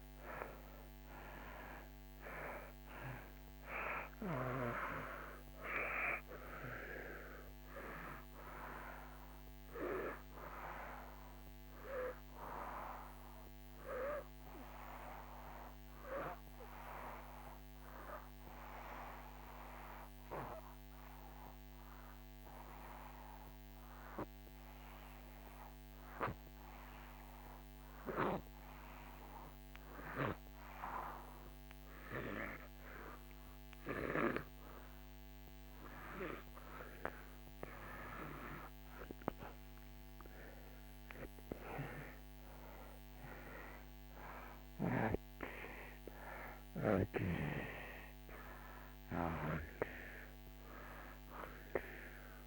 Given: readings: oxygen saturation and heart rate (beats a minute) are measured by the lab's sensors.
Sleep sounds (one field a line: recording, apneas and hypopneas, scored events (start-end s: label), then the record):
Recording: breathing in sleep by a microphone on the trachea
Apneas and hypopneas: 1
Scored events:
0.00-25.00 s: oxygen desaturation (device-marked, oxygen 74% lowest)
17.00-29.50 s: obstructive apnea (oxygen 96% before, 74% lowest)
32.00-36.50 s: arousal
38.00-52.47 s: oxygen desaturation (device-marked, oxygen 96% before, 84% lowest)
46.00-52.47 s: new sleep stage, N1 (lightest sleep)
From the record:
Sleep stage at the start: N2 (light sleep)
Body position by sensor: on the back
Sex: male